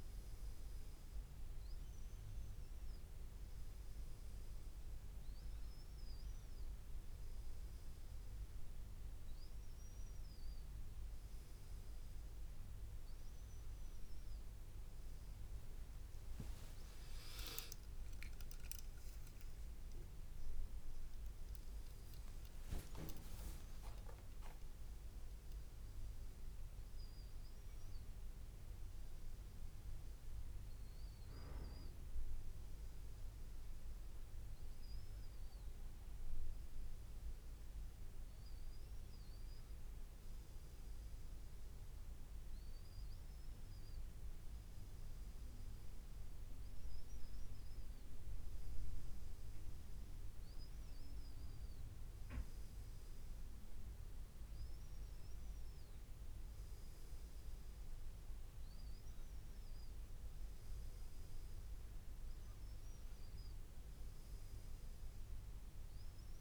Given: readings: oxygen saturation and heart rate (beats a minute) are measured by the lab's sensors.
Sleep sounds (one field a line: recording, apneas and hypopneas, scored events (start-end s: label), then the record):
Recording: breathing in sleep, hard to hear, by a room microphone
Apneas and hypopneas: none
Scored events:
none scored
From the record:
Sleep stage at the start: N1 (lightest sleep)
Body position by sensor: on the back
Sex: male